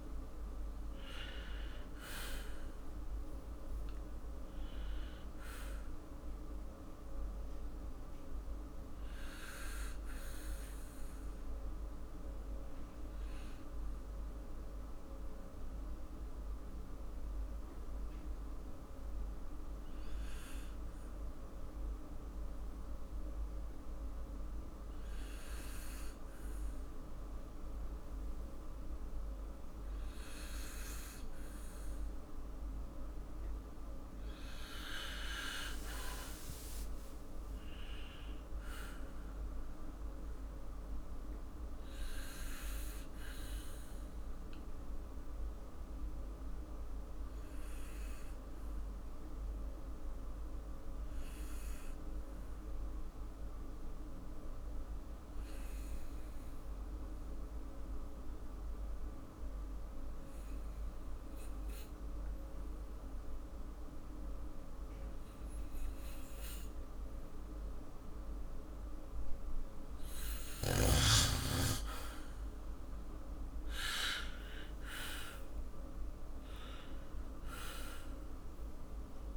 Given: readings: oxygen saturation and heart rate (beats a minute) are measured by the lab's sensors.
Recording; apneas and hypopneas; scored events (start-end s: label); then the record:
breathing in sleep by a room microphone; 2
0.00-2.50 s: arousal
7.00-33.50 s: obstructive apnea (oxygen 99% before, 95% lowest, heart rate 57 before, 54 extreme, up 3 after)
35.00-38.00 s: arousal
41.50-68.50 s: obstructive apnea (oxygen 99% before, 92% lowest, heart rate 55 before, 54 extreme, up 5 after)
72.50-77.00 s: arousal
From the record:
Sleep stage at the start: N2 (light sleep); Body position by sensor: on the back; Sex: male